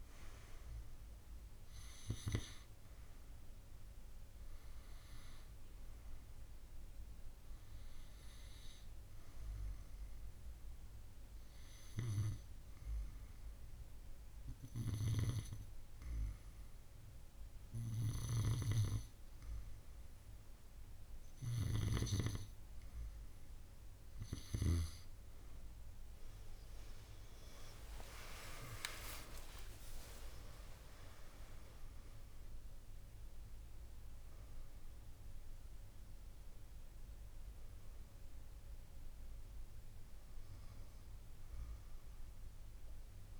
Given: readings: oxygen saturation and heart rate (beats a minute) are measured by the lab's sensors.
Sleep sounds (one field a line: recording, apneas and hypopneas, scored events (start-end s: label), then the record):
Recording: breathing in sleep by a room microphone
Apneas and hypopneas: none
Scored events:
4.00-6.00 s: long interval between heartbeats (device-marked)
26.50-31.00 s: arousal
29.00-31.00 s: long interval between heartbeats (device-marked)
From the record:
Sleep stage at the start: N2 (light sleep)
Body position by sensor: on the right side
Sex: female